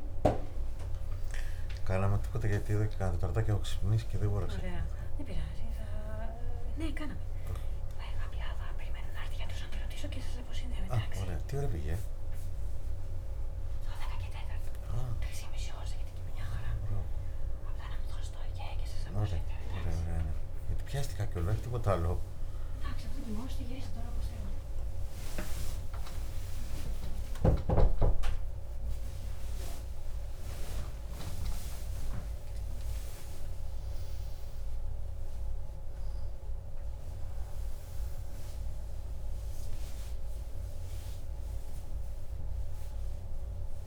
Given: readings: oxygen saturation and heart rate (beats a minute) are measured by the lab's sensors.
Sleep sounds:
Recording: a person awake in a sleep study, by a room microphone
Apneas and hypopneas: none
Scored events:
27.00-30.00 s: tachycardia (device-marked, heart rate 57 before, 87 extreme)
31.00-33.00 s: tachycardia (device-marked, heart rate 57 before, 109 extreme)
From the record:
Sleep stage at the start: awake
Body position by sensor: on the back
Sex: male

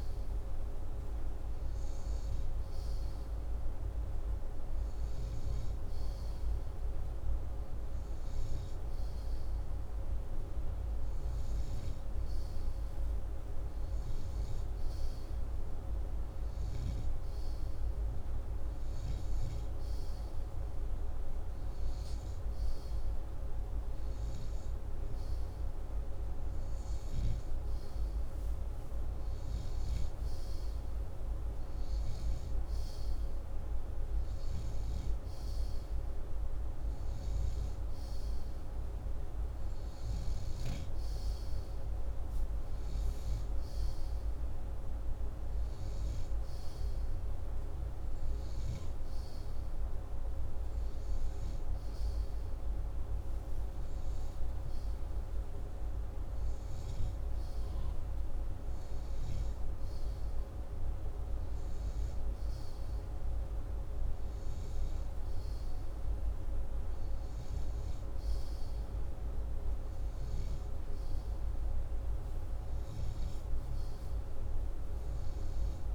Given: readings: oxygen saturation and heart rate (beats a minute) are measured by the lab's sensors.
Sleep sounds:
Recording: breathing in sleep, hard to hear, by a room microphone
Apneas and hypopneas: none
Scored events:
12.00-17.50 s: snoring (device-marked)
35.00-41.00 s: snoring (device-marked)
From the record:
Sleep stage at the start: N2 (light sleep)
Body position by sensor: upright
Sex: male

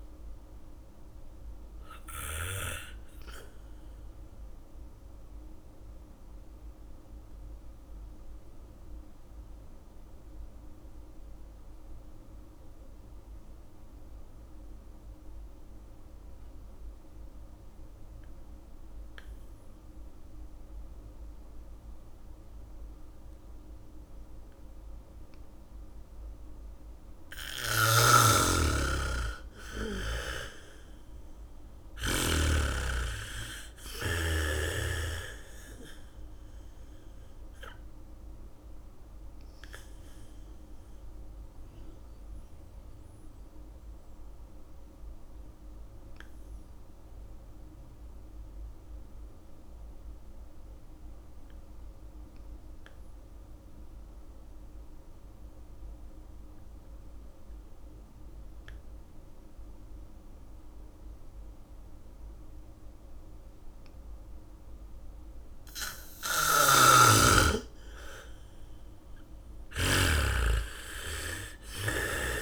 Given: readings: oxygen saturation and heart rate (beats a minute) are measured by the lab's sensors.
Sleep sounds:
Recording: breathing in sleep by a room microphone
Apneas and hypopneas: 2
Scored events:
0.00-17.00 s: oxygen desaturation (device-marked, oxygen 81% lowest)
1.00-27.00 s: mixed apnea (oxygen 99% before, 81% lowest, heart rate 46 before, 26 extreme)
27.00-52.00 s: oxygen desaturation (device-marked, oxygen 99% before, 84% lowest)
28.00-33.00 s: snoring (device-marked)
29.00-36.00 s: bradycardia (device-marked, heart rate 62 before, 26 extreme)
29.50-33.00 s: arousal
38.50-66.00 s: mixed apnea (oxygen 99% before, 81% lowest)
62.00-72.42 s: bradycardia (device-marked)
64.00-72.42 s: oxygen desaturation (device-marked, oxygen 99% before, 81% lowest)
66.50-70.50 s: snoring (device-marked)
68.50-72.42 s: arousal
From the record:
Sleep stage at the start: N2 (light sleep)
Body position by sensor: on the back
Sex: female

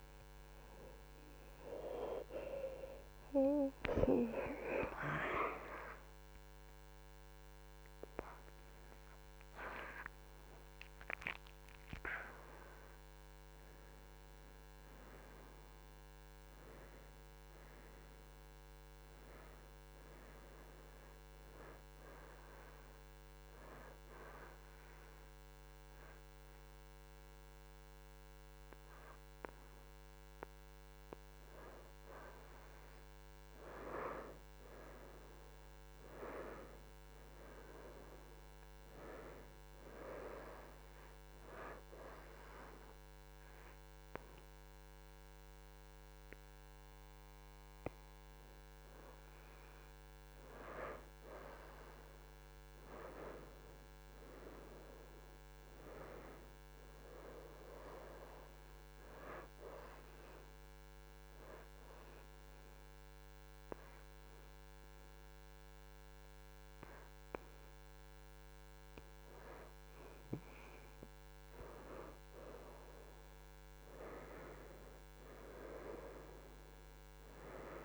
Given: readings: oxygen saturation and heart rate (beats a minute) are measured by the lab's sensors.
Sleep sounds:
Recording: breathing in sleep by a microphone on the trachea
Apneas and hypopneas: 2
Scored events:
0.00-20.00 s: oxygen desaturation (device-marked, oxygen 87% lowest, heart rate 77 extreme)
23.00-33.50 s: hypopnea (oxygen 94% before, 80% lowest, heart rate 78 before, 76 extreme, up 2 after)
29.00-35.00 s: oxygen desaturation (device-marked, oxygen 94% before, 89% lowest, heart rate 78 before, 76 extreme)
37.00-41.50 s: arousal
42.00-56.00 s: oxygen desaturation (device-marked, oxygen 91% before, 81% lowest, heart rate 78 before, 73 extreme)
60.50-72.50 s: obstructive apnea (oxygen 91% before, 80% lowest, heart rate 78 before, 72 extreme, up 4 after)
67.00-75.00 s: oxygen desaturation (device-marked, oxygen 90% before, 84% lowest, heart rate 78 before, 72 extreme)
74.00-77.85 s: arousal
From the record:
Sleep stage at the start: N1 (lightest sleep)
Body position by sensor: on the right side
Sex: female

